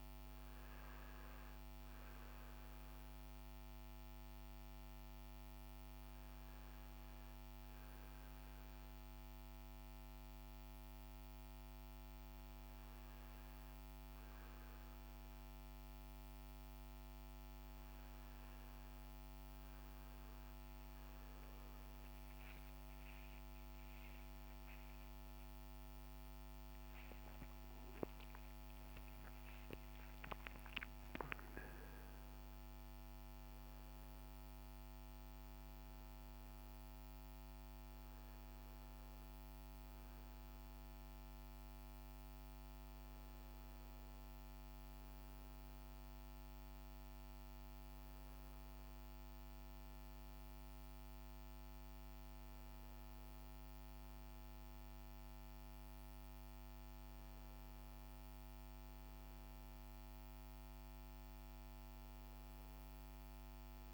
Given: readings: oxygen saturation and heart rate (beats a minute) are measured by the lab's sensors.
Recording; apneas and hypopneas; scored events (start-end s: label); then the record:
breathing in sleep, hard to hear, by a microphone on the trachea; none
25.50-30.00 s: arousal
From the record:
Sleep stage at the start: REM sleep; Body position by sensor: on the front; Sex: male